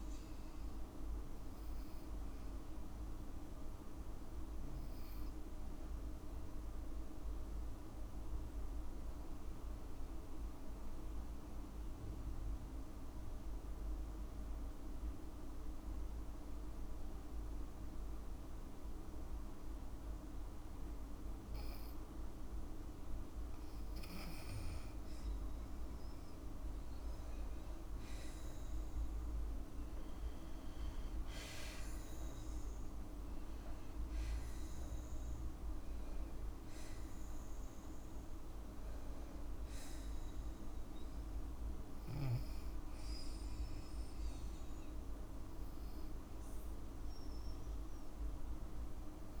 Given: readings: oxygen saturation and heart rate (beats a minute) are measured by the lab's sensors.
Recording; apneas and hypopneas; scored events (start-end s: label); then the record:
breathing in sleep, hard to hear, by a room microphone; 1
8.50-23.00 s: obstructive apnea (oxygen 98% before, 93% lowest, heart rate 56 before, 52 extreme, up 4 after)
18.00-26.00 s: oxygen desaturation (device-marked, oxygen 98% before, 93% lowest, heart rate 53 before, 53 extreme)
26.50-32.00 s: arousal
From the record:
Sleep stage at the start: N2 (light sleep); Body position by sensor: on the back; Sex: female